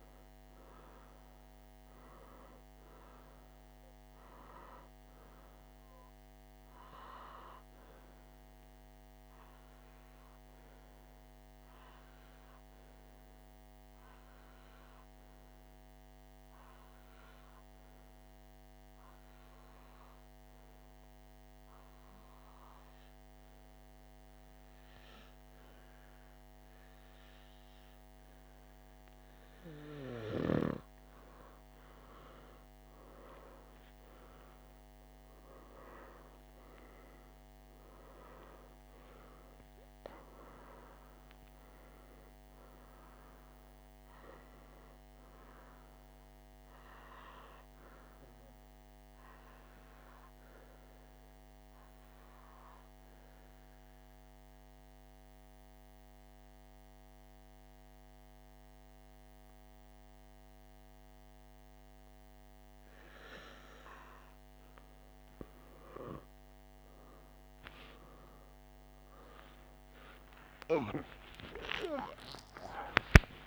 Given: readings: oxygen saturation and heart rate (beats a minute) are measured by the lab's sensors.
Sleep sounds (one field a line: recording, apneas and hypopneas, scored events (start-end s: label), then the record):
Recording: breathing in sleep by a microphone on the trachea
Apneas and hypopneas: 2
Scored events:
0.00-9.00 s: oxygen desaturation (device-marked, oxygen 94% lowest, heart rate 50 extreme)
9.50-29.50 s: obstructive apnea (oxygen 99% before, 92% lowest, heart rate 55 before, 50 extreme, up 4 after)
15.00-73.47 s: new sleep stage, REM sleep
31.00-49.00 s: oxygen desaturation (device-marked, oxygen 97% before, 93% lowest, heart rate 54 before, 52 extreme)
32.00-36.50 s: arousal
49.50-65.50 s: obstructive apnea (oxygen 98% before, 92% lowest, heart rate 54 before, 53 extreme, up 48 after)
67.50-73.00 s: arousal
From the record:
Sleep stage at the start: N2 (light sleep)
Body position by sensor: on the back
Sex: male